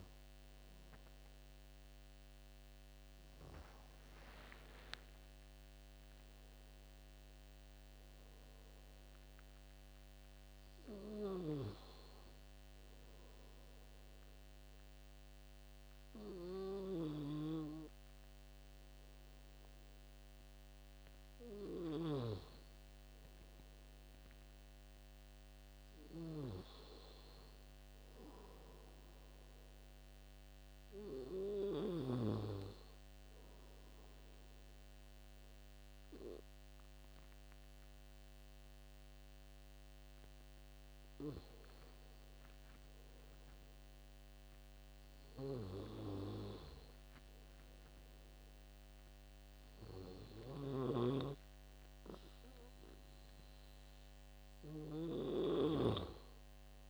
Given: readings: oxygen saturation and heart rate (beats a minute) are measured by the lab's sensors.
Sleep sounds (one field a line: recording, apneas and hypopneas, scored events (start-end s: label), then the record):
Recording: breathing in sleep by a microphone on the trachea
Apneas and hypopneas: none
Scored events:
1.00-7.00 s: oxygen desaturation (device-marked, oxygen 95% before, 92% lowest, heart rate 79 before, 73 extreme)
4.50-8.50 s: arousal
From the record:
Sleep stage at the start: N2 (light sleep)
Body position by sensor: on the back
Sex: male